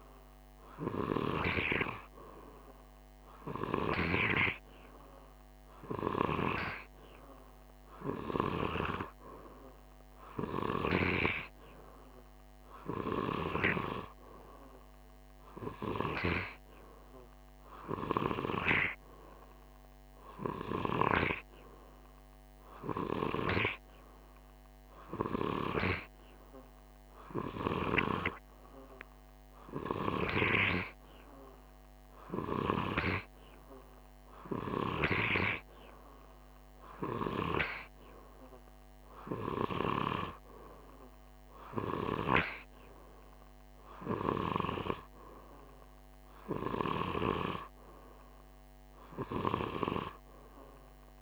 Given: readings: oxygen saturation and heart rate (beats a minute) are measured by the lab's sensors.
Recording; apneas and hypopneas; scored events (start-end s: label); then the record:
breathing in sleep by a microphone on the trachea; none
none scored
From the record:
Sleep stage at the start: N2 (light sleep); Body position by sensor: on the right side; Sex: male